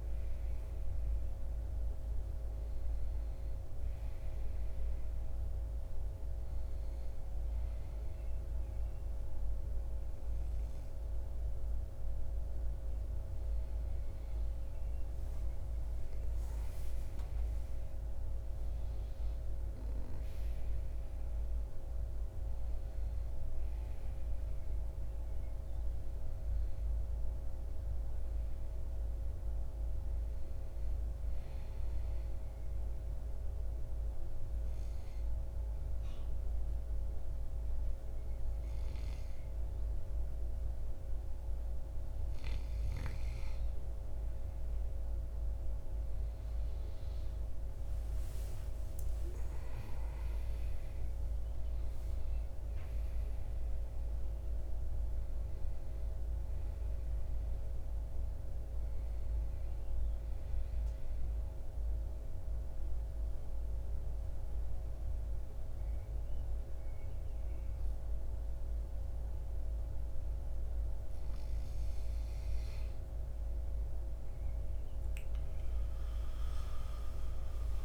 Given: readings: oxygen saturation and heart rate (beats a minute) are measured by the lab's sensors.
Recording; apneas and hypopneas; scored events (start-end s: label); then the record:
breathing in sleep, hard to hear, by a room microphone; 3
3.50-13.50 s: obstructive apnea (oxygen 97% before, 91% lowest, heart rate 62 before, 60 extreme, up 10 after)
15.50-19.00 s: arousal
32.00-43.00 s: obstructive apnea (oxygen 94% before, 91% lowest, heart rate 66 before, 58 extreme, up 7 after)
45.50-49.00 s: arousal
53.00-73.00 s: oxygen desaturation (device-marked, oxygen 95% before, 91% lowest, heart rate 62 before, 56 extreme)
60.50-71.50 s: central apnea (oxygen 95% before, 88% lowest, heart rate 65 before, 56 extreme, up 9 after)
76.50-77.85 s: arousal
From the record:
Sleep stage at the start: N2 (light sleep); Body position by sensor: on the back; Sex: male